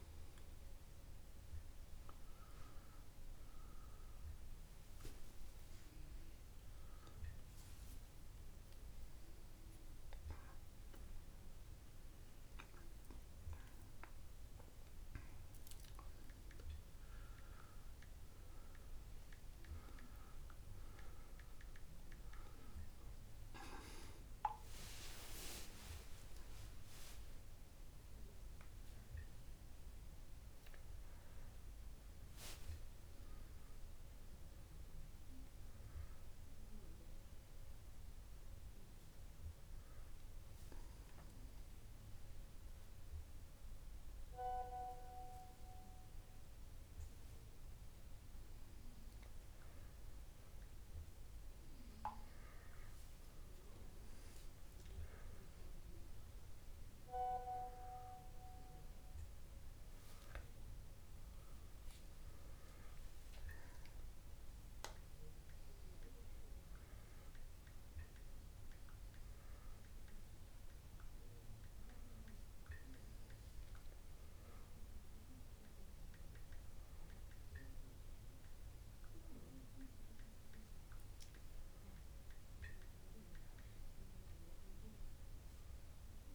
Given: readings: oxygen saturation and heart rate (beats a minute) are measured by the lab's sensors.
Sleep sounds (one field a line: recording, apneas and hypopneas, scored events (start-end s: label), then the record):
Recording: a person awake in a sleep study, by a room microphone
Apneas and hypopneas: none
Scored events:
0.00-1.50 s: long interval between heartbeats (device-marked)
6.00-8.00 s: long interval between heartbeats (device-marked)
13.50-15.50 s: long interval between heartbeats (device-marked)
21.50-23.50 s: long interval between heartbeats (device-marked)
30.50-32.50 s: long interval between heartbeats (device-marked)
38.00-40.00 s: long interval between heartbeats (device-marked)
46.00-48.00 s: long interval between heartbeats (device-marked)
54.50-56.50 s: long interval between heartbeats (device-marked)
63.00-65.00 s: long interval between heartbeats (device-marked)
65.00-80.00 s: oxygen desaturation (device-marked, oxygen 97% before, 94% lowest)
70.50-72.50 s: long interval between heartbeats (device-marked)
77.50-79.50 s: long interval between heartbeats (device-marked)
85.00-86.35 s: long interval between heartbeats (device-marked)
From the record:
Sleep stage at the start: awake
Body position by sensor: on the back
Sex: male